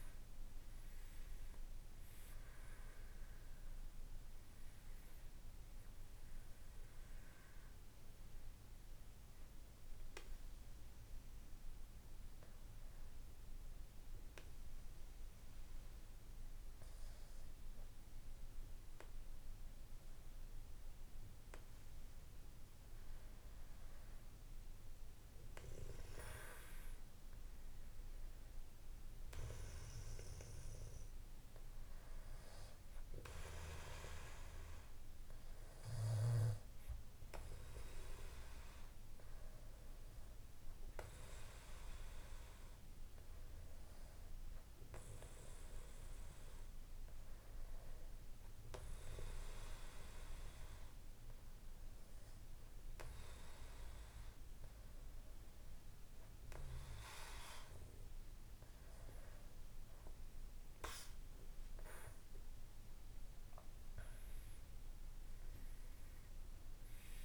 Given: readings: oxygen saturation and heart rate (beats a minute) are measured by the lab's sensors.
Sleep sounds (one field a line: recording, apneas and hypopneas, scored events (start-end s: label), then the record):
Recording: breathing in sleep by a room microphone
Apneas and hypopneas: 1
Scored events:
0.00-14.50 s: oxygen desaturation (device-marked, oxygen 93% lowest, heart rate 54 extreme)
2.50-7.00 s: arousal
10.00-23.50 s: obstructive apnea (oxygen 98% before, 93% lowest, heart rate 57 before, 55 extreme, up 4 after)
25.00-29.00 s: arousal
From the record:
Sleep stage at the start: N2 (light sleep)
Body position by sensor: on the back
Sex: male